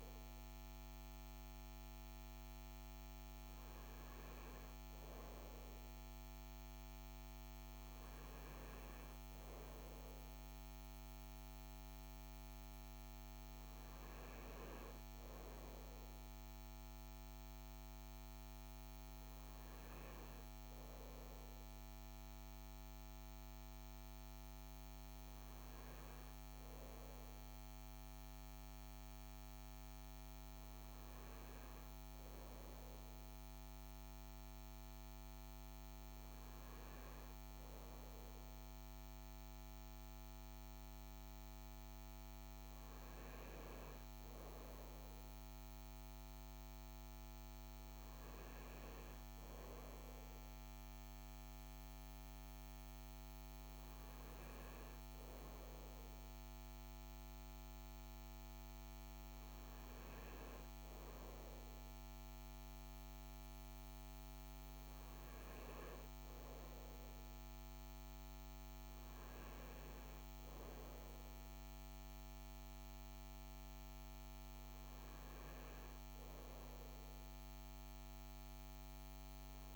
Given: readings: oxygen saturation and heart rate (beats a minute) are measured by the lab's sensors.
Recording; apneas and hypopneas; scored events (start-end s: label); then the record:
breathing in sleep, hard to hear, by a microphone on the trachea; none
none scored
From the record:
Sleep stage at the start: N2 (light sleep); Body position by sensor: on the front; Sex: male